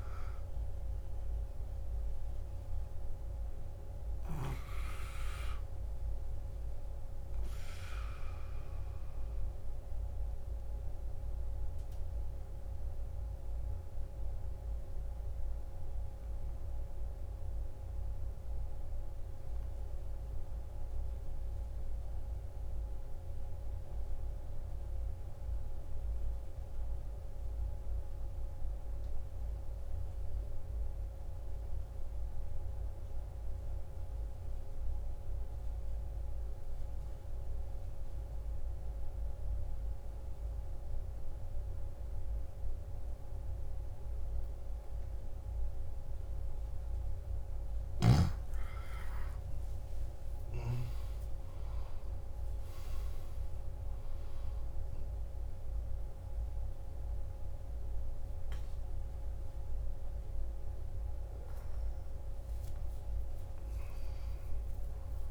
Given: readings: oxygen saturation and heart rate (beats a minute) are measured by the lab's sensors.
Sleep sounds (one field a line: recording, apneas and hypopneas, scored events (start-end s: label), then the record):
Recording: breathing in sleep, hard to hear, by a room microphone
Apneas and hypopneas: 1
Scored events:
0.00-22.00 s: oxygen desaturation (device-marked, oxygen 90% lowest, heart rate 49 extreme)
9.50-47.00 s: obstructive apnea (oxygen 96% before, 88% lowest, heart rate 60 before, 49 extreme, up 17 after)
44.00-65.31 s: oxygen desaturation (device-marked, oxygen 95% before, 88% lowest, heart rate 51 before, 52 extreme)
49.00-54.50 s: arousal
From the record:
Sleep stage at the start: N2 (light sleep)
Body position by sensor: on the left side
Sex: male